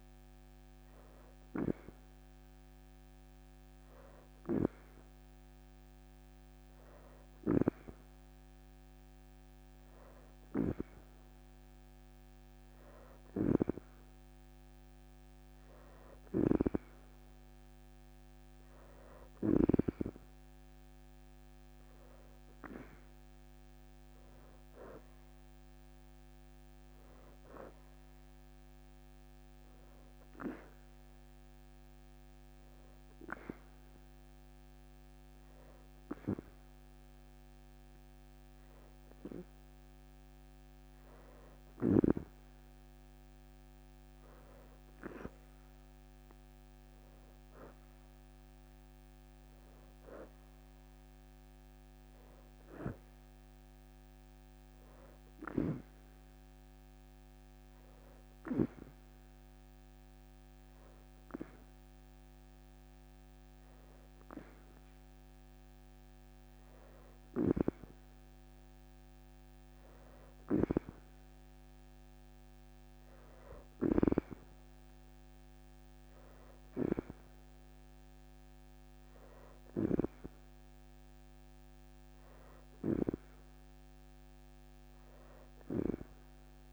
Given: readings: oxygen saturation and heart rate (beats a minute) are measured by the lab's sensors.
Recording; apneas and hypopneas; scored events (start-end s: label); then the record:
breathing in sleep by a microphone on the trachea; 2
15.00-16.50 s: leg movement (device-marked)
20.00-22.50 s: leg movement (device-marked)
23.00-27.50 s: arousal
31.50-42.00 s: hypopnea (oxygen 91% before, 88% lowest, heart rate 50 before, 39 extreme, up 30 after)
44.00-48.00 s: arousal
52.50-65.50 s: oxygen desaturation (device-marked, oxygen 92% before, 88% lowest, heart rate 56 before, 48 extreme)
56.00-66.50 s: hypopnea (oxygen 92% before, 88% lowest, heart rate 56 before, 48 extreme, up 9 after)
57.00-61.00 s: leg movement (device-marked)
66.00-67.00 s: leg movement (device-marked)
69.50-72.50 s: arousal
75.50-86.50 s: oxygen desaturation (device-marked, oxygen 92% before, 88% lowest, heart rate 56 before, 35 extreme)
From the record:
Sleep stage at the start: N2 (light sleep); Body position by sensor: on the back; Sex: female